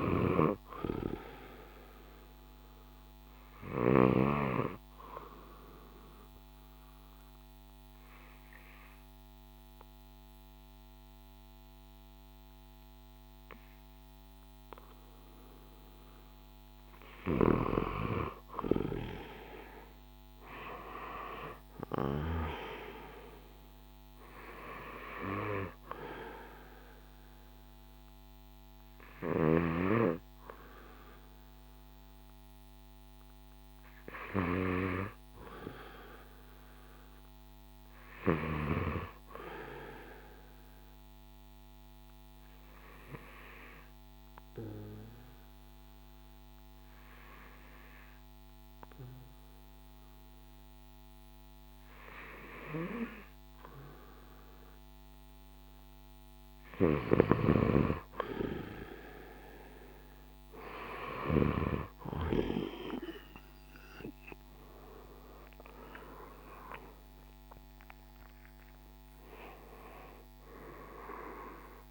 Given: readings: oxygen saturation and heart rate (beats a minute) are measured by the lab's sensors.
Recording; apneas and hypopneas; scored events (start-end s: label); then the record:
breathing in sleep by a microphone on the trachea; 2
0.00-1.00 s: oxygen desaturation (device-marked, oxygen 92% lowest, heart rate 56 extreme)
4.50-16.50 s: obstructive apnea (oxygen 96% before, 91% lowest, heart rate 59 before, 57 extreme, up 8 after)
9.00-20.00 s: oxygen desaturation (device-marked, oxygen 96% before, 92% lowest, heart rate 60 before, 57 extreme)
18.50-21.50 s: arousal
33.00-46.00 s: oxygen desaturation (device-marked, oxygen 95% before, 91% lowest, heart rate 61 before, 55 extreme)
39.50-56.00 s: obstructive apnea (oxygen 95% before, 91% lowest, heart rate 61 before, 55 extreme, up 10 after)
56.50-61.50 s: snoring (device-marked)
62.50-67.00 s: arousal
64.00-71.91 s: drop in pulse transit time (device-marked, heart rate 58 before, 65 extreme)
66.00-71.91 s: oxygen desaturation (device-marked, oxygen 94% before, 91% lowest, heart rate 59 before, 59 extreme)
From the record:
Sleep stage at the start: N2 (light sleep); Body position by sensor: on the back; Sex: male